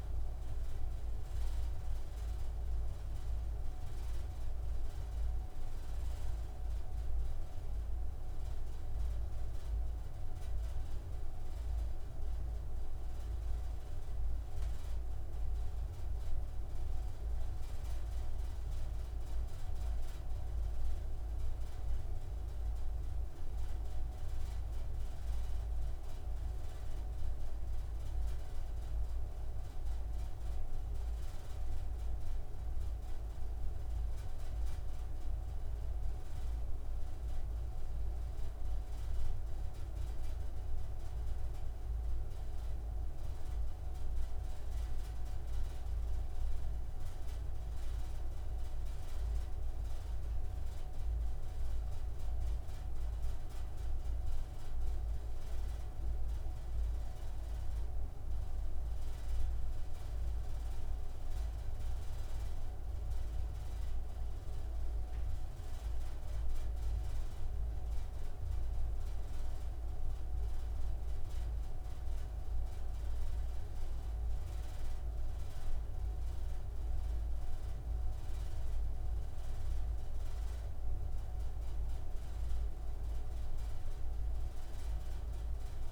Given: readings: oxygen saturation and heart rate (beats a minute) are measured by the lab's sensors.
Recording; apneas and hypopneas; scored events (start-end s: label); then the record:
breathing in sleep, hard to hear, by a room microphone; none
none scored
From the record:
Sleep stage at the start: N3 (deep sleep); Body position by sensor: on the right side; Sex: male